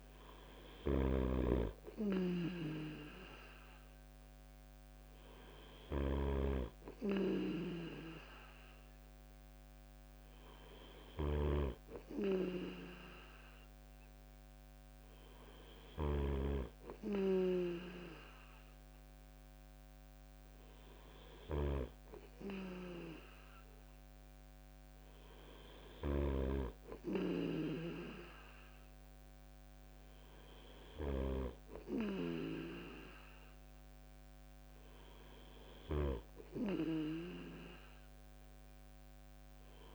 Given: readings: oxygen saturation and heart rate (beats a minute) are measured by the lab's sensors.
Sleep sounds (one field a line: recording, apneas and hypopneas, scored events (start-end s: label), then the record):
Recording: breathing in sleep by a microphone on the trachea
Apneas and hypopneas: none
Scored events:
0.00-15.50 s: snoring (device-marked)
35.00-39.95 s: snoring (device-marked)
From the record:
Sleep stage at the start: N2 (light sleep)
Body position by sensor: on the right side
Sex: male